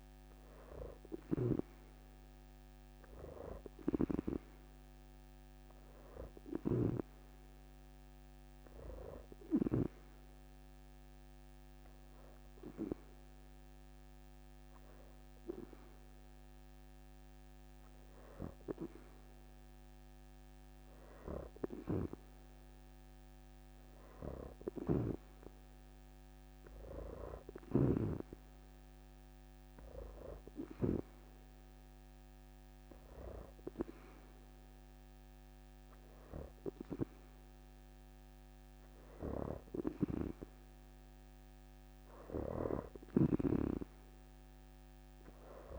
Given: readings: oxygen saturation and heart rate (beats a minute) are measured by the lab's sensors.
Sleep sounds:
breathing in sleep by a microphone on the trachea; 2
1.00-4.50 s: arousal
8.00-19.00 s: hypopnea (oxygen 89% before, 83% lowest, heart rate 81 before, 78 extreme, up 2 after)
21.00-24.00 s: arousal
28.50-45.50 s: oxygen desaturation (device-marked, oxygen 90% before, 84% lowest, heart rate 79 before, 79 extreme)
30.00-40.50 s: hypopnea (oxygen 90% before, 83% lowest, heart rate 79 before, 79 extreme, up 3 after)
42.50-45.00 s: arousal
From the record:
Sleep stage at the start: N2 (light sleep); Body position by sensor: on the back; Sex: female

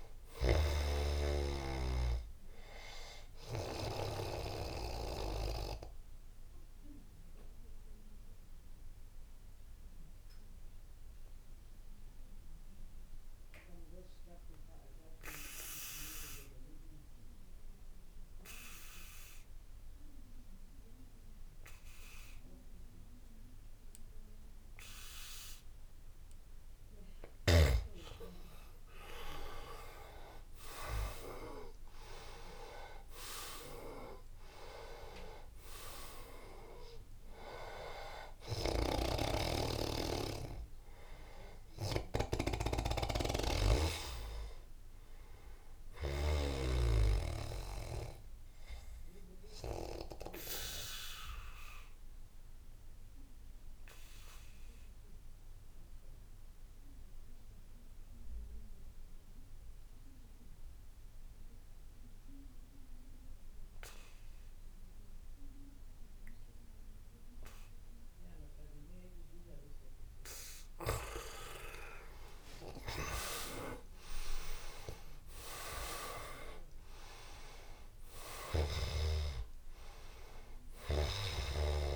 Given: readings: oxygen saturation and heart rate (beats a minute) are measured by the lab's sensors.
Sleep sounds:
breathing in sleep by a room microphone; 2
0.00-1.00 s: snoring (device-marked)
0.00-18.50 s: oxygen desaturation (device-marked, oxygen 88% lowest, heart rate 73 extreme)
4.50-27.00 s: obstructive apnea (oxygen 99% before, 84% lowest, heart rate 80 before, 73 extreme, up 16 after)
28.50-31.50 s: arousal
32.50-51.50 s: oxygen desaturation (device-marked, oxygen 98% before, 87% lowest, heart rate 82 before, 72 extreme)
39.00-46.50 s: snoring (device-marked)
48.50-69.00 s: obstructive apnea (oxygen 99% before, 84% lowest, heart rate 82 before, 72 extreme, up 7 after)
65.50-81.96 s: oxygen desaturation (device-marked, oxygen 99% before, 84% lowest, heart rate 83 before, 69 extreme)
72.50-78.50 s: arousal
From the record:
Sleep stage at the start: N2 (light sleep); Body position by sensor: on the back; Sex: male

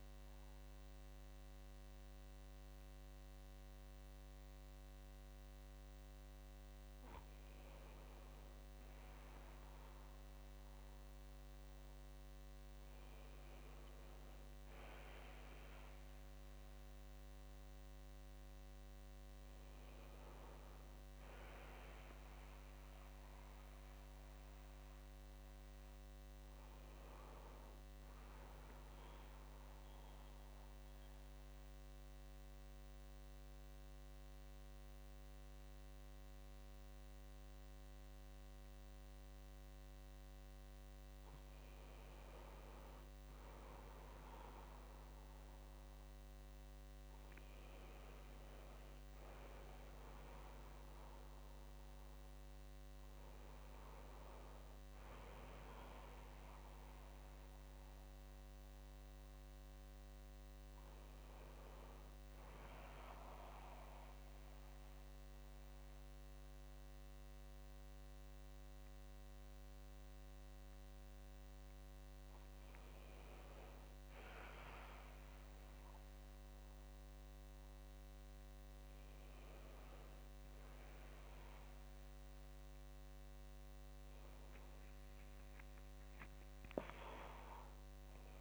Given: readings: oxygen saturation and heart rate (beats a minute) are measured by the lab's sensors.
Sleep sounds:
breathing in sleep, hard to hear, by a microphone on the trachea; 1
31.50-41.50 s: central apnea (oxygen 96% before, 94% lowest, heart rate 62 before, 62 extreme, up 1 after)
45.50-50.00 s: arousal
From the record:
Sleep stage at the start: N2 (light sleep); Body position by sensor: on the back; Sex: male

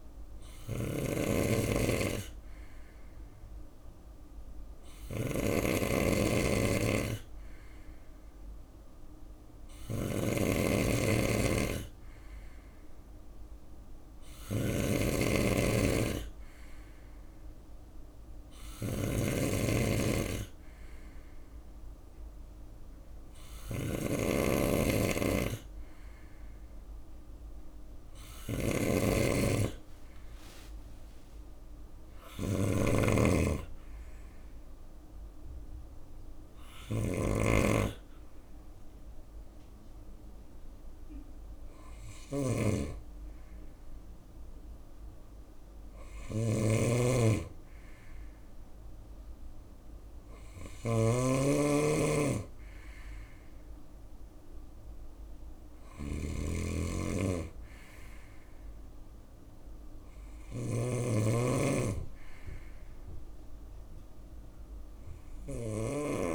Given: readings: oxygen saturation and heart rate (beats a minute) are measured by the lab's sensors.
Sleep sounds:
breathing in sleep by a room microphone; none
0.00-66.35 s: snoring (device-marked)
28.00-32.00 s: arousal
28.50-30.50 s: long interval between heartbeats (device-marked, heart rate 73 before, 80 extreme)
29.00-42.00 s: drop in pulse transit time (device-marked, heart rate 73 before, 78 extreme)
37.00-39.00 s: long interval between heartbeats (device-marked, heart rate 78 before, 85 extreme)
46.50-48.50 s: long interval between heartbeats (device-marked, heart rate 81 before, 83 extreme)
51.50-53.50 s: long interval between heartbeats (device-marked, heart rate 82 before, 90 extreme)
61.00-63.00 s: long interval between heartbeats (device-marked, heart rate 81 before, 93 extreme)
From the record:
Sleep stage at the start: N3 (deep sleep); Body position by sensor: on the right side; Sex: male

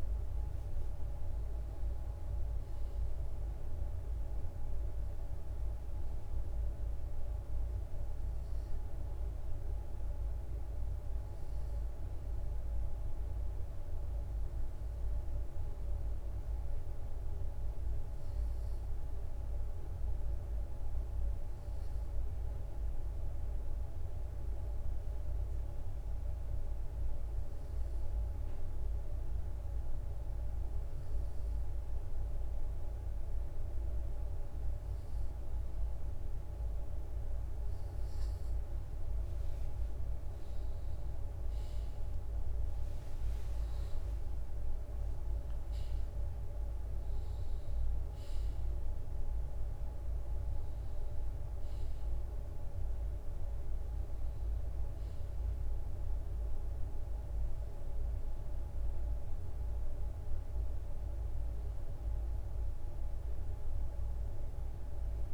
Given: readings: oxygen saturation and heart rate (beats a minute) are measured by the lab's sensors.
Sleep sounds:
breathing in sleep, hard to hear, by a room microphone; none
0.00-41.50 s: bradycardia (device-marked, heart rate 53 extreme)
38.50-43.50 s: arousal
44.50-57.50 s: drop in pulse transit time (device-marked, heart rate 55 before, 58 extreme)
48.50-65.34 s: bradycardia (device-marked, heart rate 59 before, 54 extreme)
From the record:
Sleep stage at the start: N2 (light sleep); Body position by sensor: on the left side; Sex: male

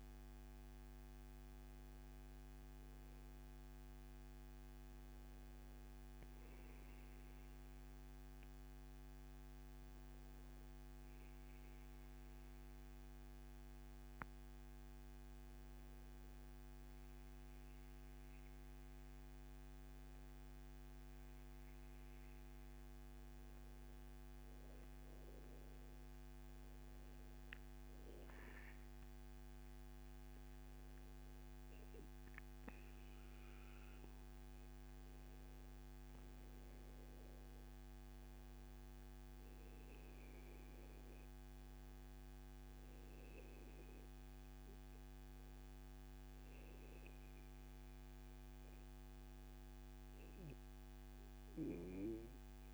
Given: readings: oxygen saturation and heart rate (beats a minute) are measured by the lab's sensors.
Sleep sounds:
breathing in sleep, hard to hear, by a microphone on the trachea; none
7.50-9.50 s: long interval between heartbeats (device-marked, heart rate 141 before, 122 extreme)
From the record:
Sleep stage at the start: N2 (light sleep); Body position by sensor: on the back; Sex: male

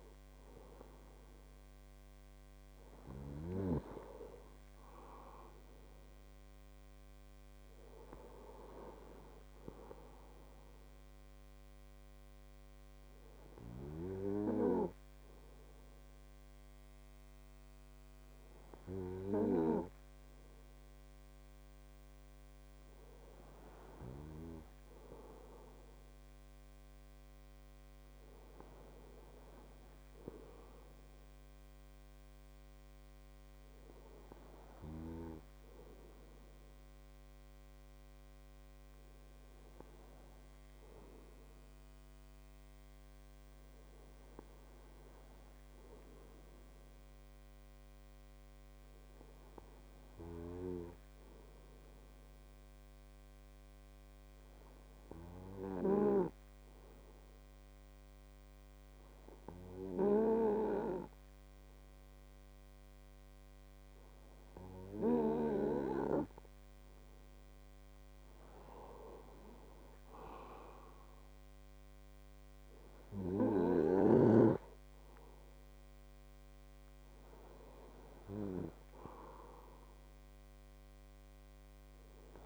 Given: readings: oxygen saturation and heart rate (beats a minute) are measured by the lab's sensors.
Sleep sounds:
breathing in sleep by a microphone on the trachea; 1
50.50-65.50 s: hypopnea (oxygen 98% before, 96% lowest, heart rate 130 before, 25 extreme, up 24 after)
68.00-72.00 s: arousal
From the record:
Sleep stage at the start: N2 (light sleep); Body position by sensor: on the right side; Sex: male

